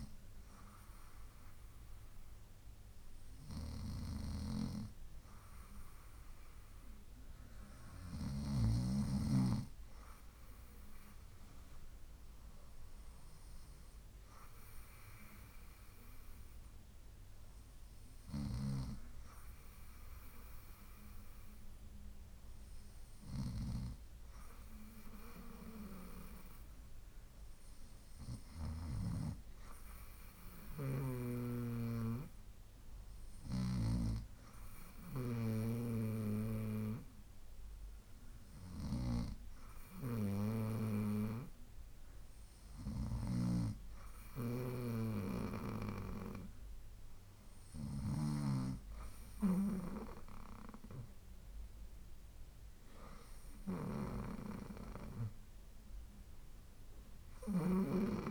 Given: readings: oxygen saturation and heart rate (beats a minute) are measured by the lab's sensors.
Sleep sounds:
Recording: breathing in sleep by a room microphone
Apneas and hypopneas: none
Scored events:
none scored
From the record:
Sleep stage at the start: N2 (light sleep)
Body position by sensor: on the right side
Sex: female

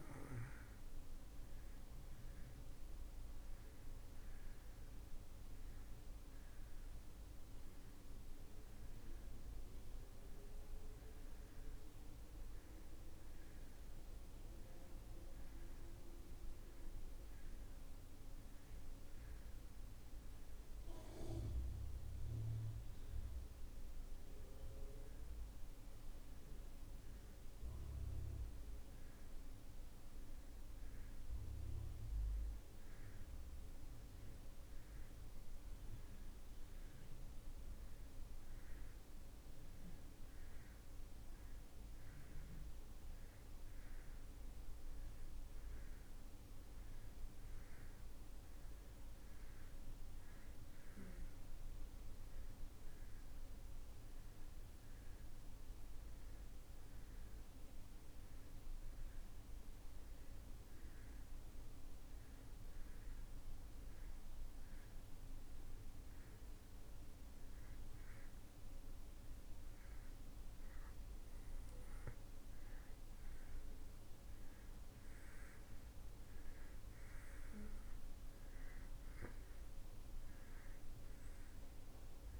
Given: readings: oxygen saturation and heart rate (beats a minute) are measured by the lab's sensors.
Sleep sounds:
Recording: breathing in sleep, hard to hear, by a room microphone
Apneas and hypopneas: none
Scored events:
none scored
From the record:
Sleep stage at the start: N2 (light sleep)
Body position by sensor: on the back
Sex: male

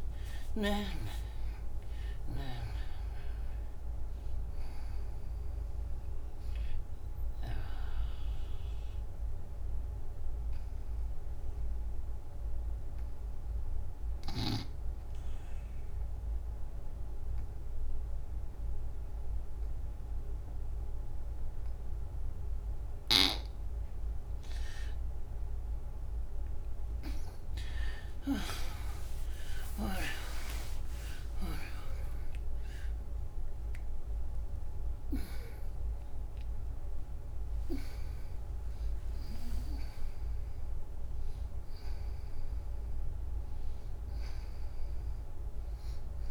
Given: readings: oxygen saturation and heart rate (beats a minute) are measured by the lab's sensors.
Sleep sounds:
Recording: breathing in sleep by a room microphone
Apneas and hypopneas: 1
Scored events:
0.00-21.00 s: oxygen desaturation (device-marked, oxygen 78% lowest, heart rate 70 extreme)
9.00-23.00 s: obstructive apnea (oxygen 97% before, 78% lowest, heart rate 104 before, 70 extreme)
26.50-35.00 s: arousal
31.00-46.31 s: oxygen desaturation (device-marked, oxygen 98% before, 80% lowest, heart rate 92 before, 77 extreme)
From the record:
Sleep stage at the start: N2 (light sleep)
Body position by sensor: on the back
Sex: female

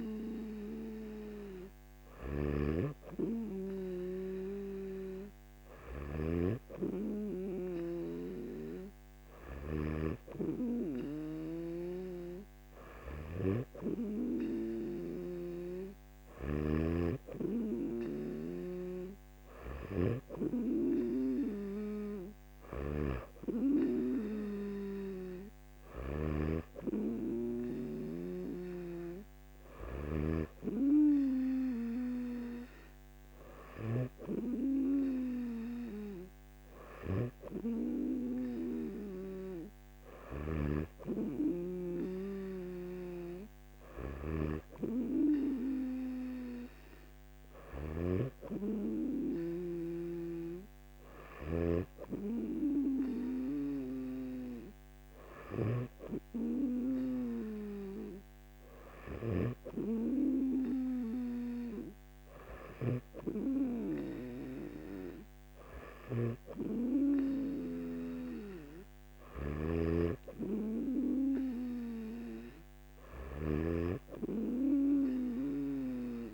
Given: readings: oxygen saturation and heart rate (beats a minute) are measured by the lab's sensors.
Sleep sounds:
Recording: breathing in sleep by a microphone on the trachea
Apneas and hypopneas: none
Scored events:
22.50-26.50 s: snoring (device-marked)
40.00-51.50 s: snoring (device-marked)
69.00-76.33 s: snoring (device-marked)
From the record:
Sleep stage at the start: N2 (light sleep)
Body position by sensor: on the back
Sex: male

